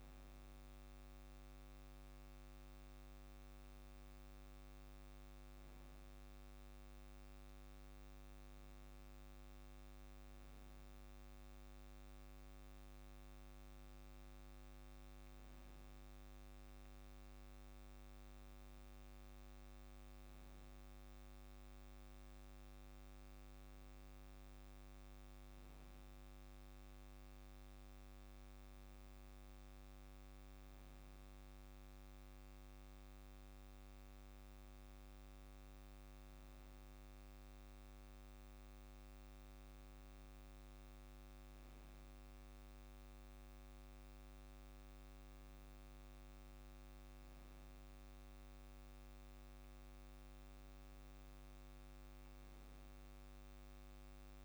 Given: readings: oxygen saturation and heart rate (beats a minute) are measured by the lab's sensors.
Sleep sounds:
breathing in sleep, hard to hear, by a microphone on the trachea; none
28.00-30.00 s: long interval between heartbeats (device-marked, heart rate 57 before, 54 extreme)
50.50-52.50 s: long interval between heartbeats (device-marked, heart rate 53 before, 56 extreme)
From the record:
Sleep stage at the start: N2 (light sleep); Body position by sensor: on the back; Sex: male

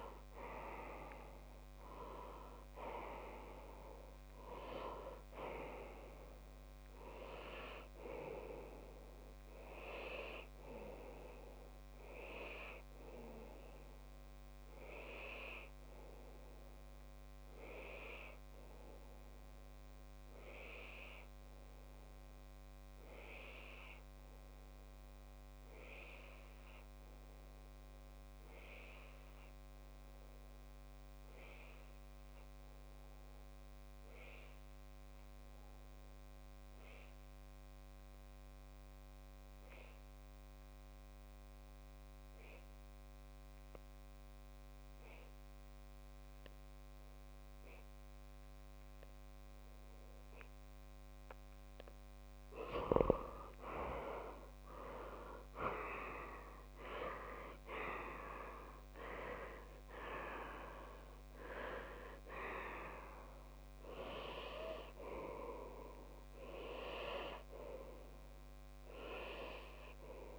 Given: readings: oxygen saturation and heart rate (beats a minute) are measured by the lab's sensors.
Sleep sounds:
breathing in sleep by a microphone on the trachea; 1
0.00-1.00 s: oxygen desaturation (device-marked, oxygen 94% lowest)
14.00-51.50 s: obstructive apnea (oxygen 98% before, 94% lowest)
46.00-70.39 s: oxygen desaturation (device-marked, oxygen 99% before, 94% lowest)
54.00-57.50 s: arousal
From the record:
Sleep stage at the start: N2 (light sleep); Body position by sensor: on the left side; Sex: male

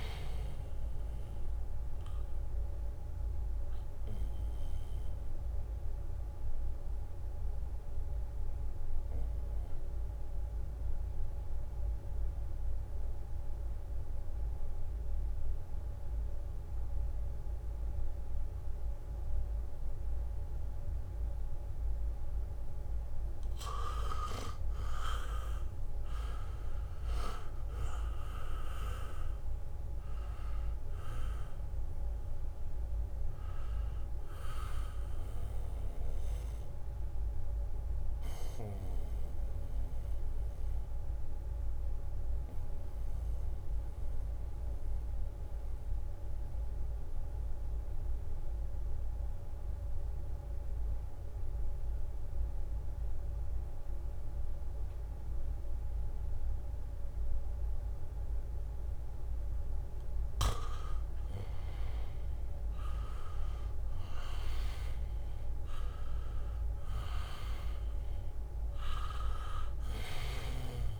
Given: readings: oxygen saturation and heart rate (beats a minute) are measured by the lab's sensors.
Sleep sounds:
breathing in sleep by a room microphone; 2
0.00-13.50 s: oxygen desaturation (device-marked, oxygen 87% lowest, heart rate 67 extreme)
7.50-23.00 s: mixed apnea (oxygen 96% before, 83% lowest, heart rate 71 before, 67 extreme, up 0 after)
24.50-28.50 s: arousal
25.50-56.50 s: oxygen desaturation (device-marked, oxygen 98% before, 83% lowest, heart rate 73 before, 66 extreme)
40.00-59.50 s: mixed apnea (oxygen 98% before, 82% lowest, heart rate 71 before, 66 extreme, up 0 after)
60.50-62.00 s: leg movement (device-marked)
61.00-65.00 s: arousal
63.50-70.99 s: oxygen desaturation (device-marked, oxygen 99% before, 85% lowest, heart rate 73 before, 66 extreme)
From the record:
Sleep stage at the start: N2 (light sleep); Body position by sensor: on the back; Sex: male

